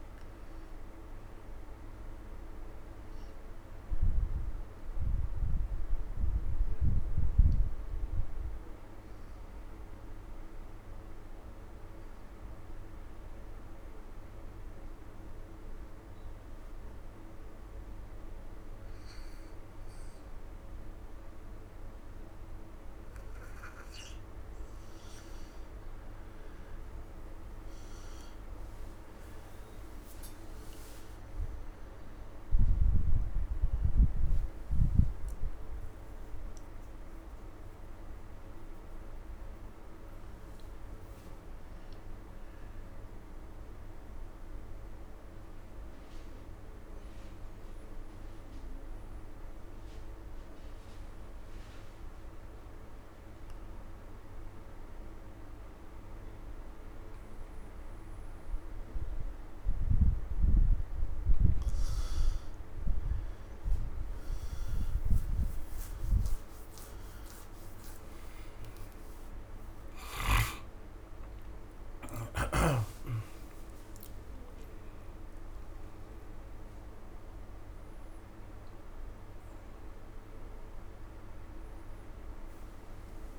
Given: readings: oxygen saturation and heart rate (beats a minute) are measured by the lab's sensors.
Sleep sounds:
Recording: breathing in sleep, hard to hear, by a room microphone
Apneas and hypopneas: 2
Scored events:
0.00-17.00 s: oxygen desaturation (device-marked, oxygen 86% lowest)
6.50-22.00 s: obstructive apnea (oxygen 98% before, 86% lowest)
22.00-50.00 s: oxygen desaturation (device-marked, oxygen 99% before, 88% lowest)
24.00-27.50 s: arousal
42.50-60.00 s: obstructive apnea (oxygen 99% before, 86% lowest)
62.00-83.39 s: new sleep stage, N1 (lightest sleep)
64.00-82.00 s: oxygen desaturation (device-marked, oxygen 97% before, 86% lowest)
68.00-73.50 s: arousal
From the record:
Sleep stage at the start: N2 (light sleep)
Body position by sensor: on the right side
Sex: male

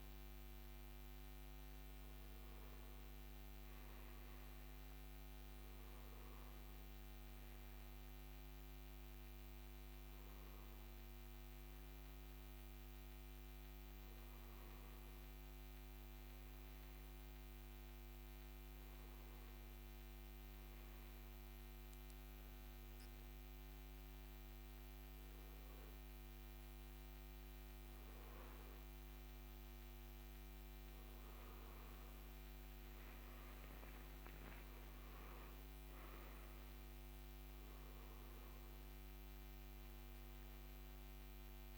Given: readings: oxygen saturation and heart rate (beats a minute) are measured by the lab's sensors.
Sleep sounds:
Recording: breathing in sleep, hard to hear, by a microphone on the trachea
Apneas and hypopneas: 1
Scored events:
22.00-32.00 s: hypopnea (oxygen 96% before, 94% lowest)
34.00-37.50 s: arousal
From the record:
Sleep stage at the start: N2 (light sleep)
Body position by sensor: on the front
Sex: male

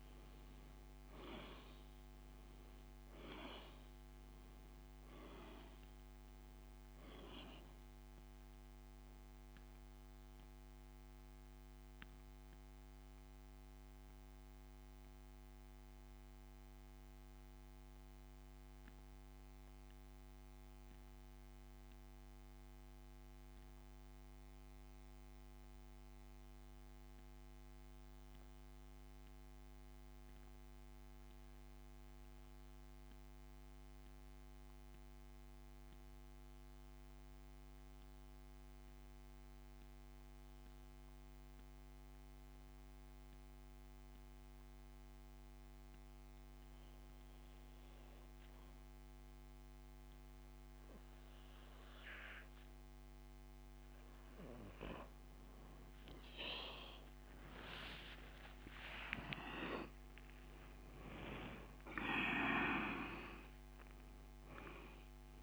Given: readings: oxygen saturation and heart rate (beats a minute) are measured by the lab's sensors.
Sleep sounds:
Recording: breathing in sleep by a microphone on the trachea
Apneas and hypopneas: 1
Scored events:
4.50-50.50 s: oxygen desaturation (device-marked, oxygen 96% before, 84% lowest)
12.50-52.50 s: mixed apnea (oxygen 97% before, 84% lowest)
56.50-59.50 s: arousal
From the record:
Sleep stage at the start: N2 (light sleep)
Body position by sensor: on the back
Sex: male

